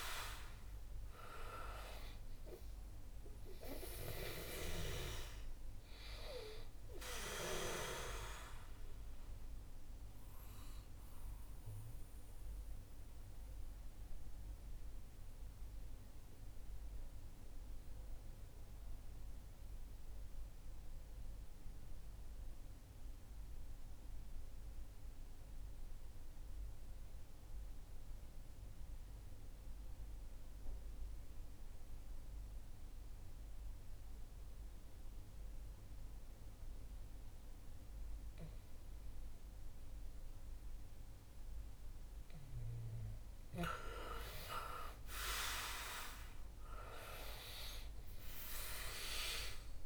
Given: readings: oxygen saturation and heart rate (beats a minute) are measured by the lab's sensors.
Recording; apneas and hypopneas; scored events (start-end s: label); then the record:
breathing in sleep by a room microphone; 1
3.00-22.00 s: oxygen desaturation (device-marked, oxygen 97% before, 91% lowest, heart rate 66 before, 63 extreme)
10.00-42.50 s: mixed apnea (oxygen 97% before, 89% lowest, heart rate 67 before, 61 extreme, up 4 after)
40.00-49.85 s: oxygen desaturation (device-marked, oxygen 98% before, 89% lowest, heart rate 66 before, 61 extreme)
44.50-49.85 s: arousal
From the record:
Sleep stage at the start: N2 (light sleep); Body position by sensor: on the back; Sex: male